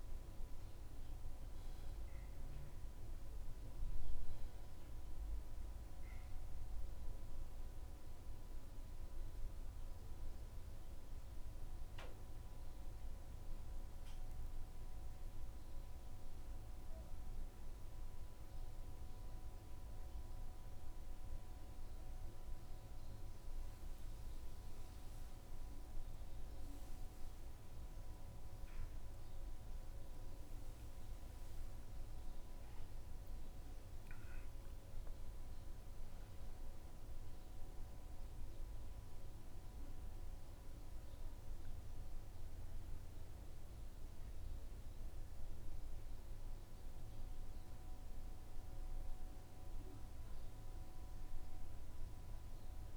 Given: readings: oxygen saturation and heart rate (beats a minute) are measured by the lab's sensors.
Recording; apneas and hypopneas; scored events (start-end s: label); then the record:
breathing in sleep, hard to hear, by a room microphone; 1
5.00-30.00 s: hypopnea (oxygen 92% before, 87% lowest, heart rate 78 before, 73 extreme, up 1 after)
20.00-38.00 s: oxygen desaturation (device-marked, oxygen 95% before, 87% lowest, heart rate 77 before, 75 extreme)
31.50-36.00 s: arousal
From the record:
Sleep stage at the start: N1 (lightest sleep); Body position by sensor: on the back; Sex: male